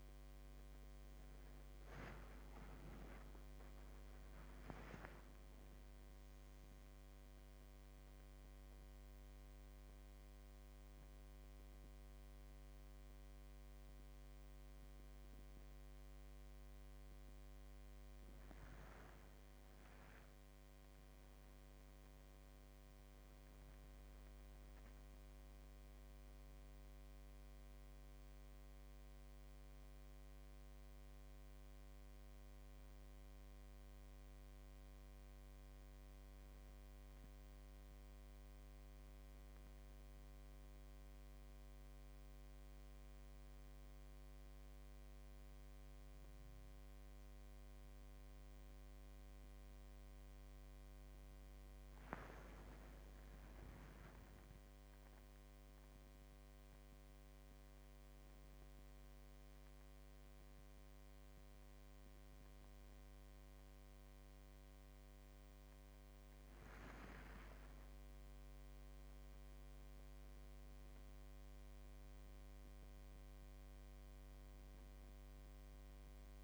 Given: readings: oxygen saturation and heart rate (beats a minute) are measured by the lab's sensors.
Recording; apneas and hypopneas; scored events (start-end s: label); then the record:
a person awake in a sleep study, hard to hear, by a microphone on the trachea; none
7.00-28.00 s: oxygen desaturation (device-marked, oxygen 100% before, 97% lowest, heart rate 79 before, 66 extreme)
From the record:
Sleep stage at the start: awake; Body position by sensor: upright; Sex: male